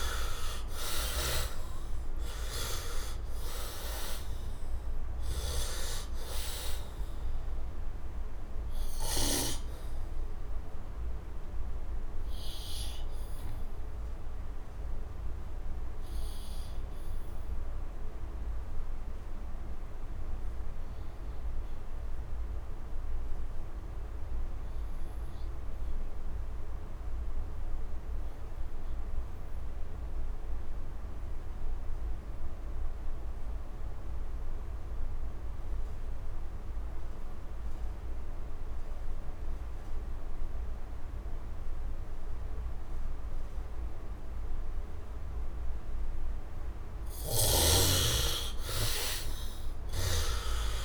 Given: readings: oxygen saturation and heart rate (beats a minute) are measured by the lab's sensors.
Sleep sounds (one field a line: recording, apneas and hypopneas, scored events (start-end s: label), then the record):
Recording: breathing in sleep by a room microphone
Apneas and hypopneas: 1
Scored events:
0.00-21.50 s: oxygen desaturation (device-marked, oxygen 67% lowest, heart rate 64 extreme)
9.50-45.00 s: obstructive apnea (oxygen 99% before, 65% lowest, heart rate 82 before, 63 extreme, up 10 after)
31.50-50.85 s: oxygen desaturation (device-marked, oxygen 100% before, 65% lowest, heart rate 68 before, 63 extreme)
48.00-50.85 s: arousal
From the record:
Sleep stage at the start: N2 (light sleep)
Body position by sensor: on the back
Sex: male